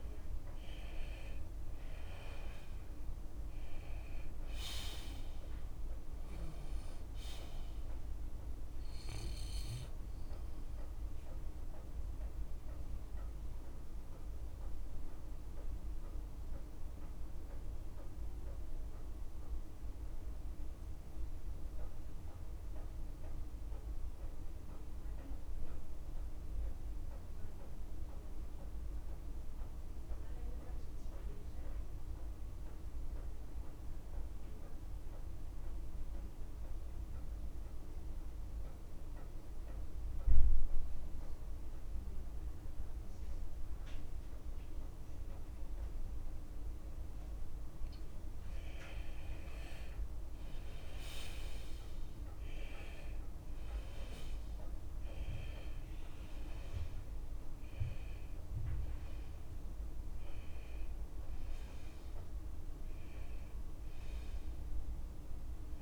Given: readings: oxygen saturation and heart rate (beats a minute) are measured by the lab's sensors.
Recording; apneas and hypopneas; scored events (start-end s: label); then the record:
breathing in sleep, hard to hear, by a room microphone; 1
0.00-29.00 s: oxygen desaturation (device-marked, oxygen 88% lowest, heart rate 52 extreme)
11.50-47.50 s: mixed apnea (oxygen 98% before, 88% lowest, heart rate 55 before, 52 extreme, up 15 after)
44.00-65.82 s: oxygen desaturation (device-marked, oxygen 97% before, 88% lowest, heart rate 53 before, 50 extreme)
50.00-53.50 s: arousal
From the record:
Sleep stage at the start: N2 (light sleep); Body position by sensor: on the left side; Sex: male